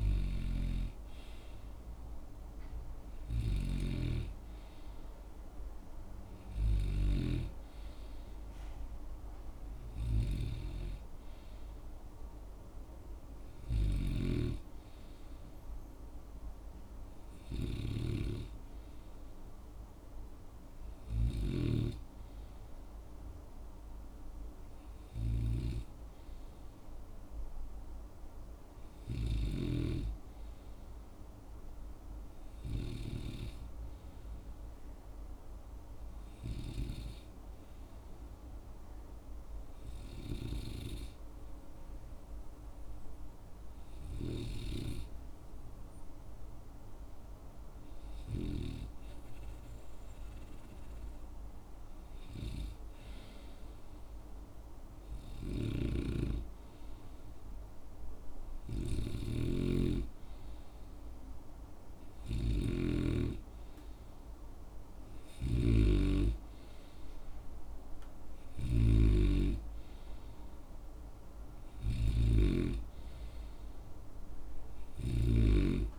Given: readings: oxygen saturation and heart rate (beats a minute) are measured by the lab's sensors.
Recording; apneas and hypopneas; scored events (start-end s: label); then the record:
breathing in sleep by a room microphone; 1
0.00-3.50 s: snoring (device-marked)
10.00-14.00 s: snoring (device-marked)
21.00-29.50 s: snoring (device-marked)
36.00-49.50 s: hypopnea (oxygen 97% before, 93% lowest)
52.00-55.50 s: arousal
55.50-75.99 s: snoring (device-marked)
From the record:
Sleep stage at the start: N2 (light sleep); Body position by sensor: on the right side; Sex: male